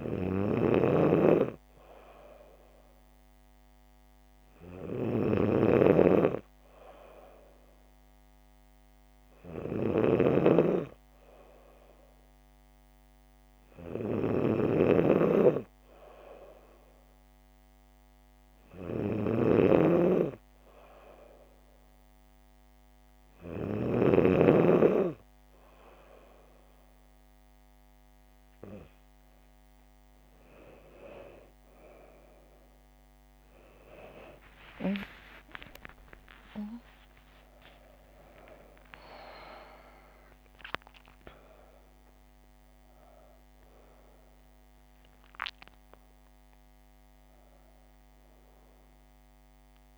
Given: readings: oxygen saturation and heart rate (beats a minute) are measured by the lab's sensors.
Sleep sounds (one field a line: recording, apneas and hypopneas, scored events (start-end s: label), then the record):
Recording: a person partly awake in a sleep study, by a microphone on the trachea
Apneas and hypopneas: none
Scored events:
0.00-24.50 s: snoring (device-marked)
35.50-49.98 s: new sleep stage, awake
From the record:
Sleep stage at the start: N3 (deep sleep)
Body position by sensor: on the back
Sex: female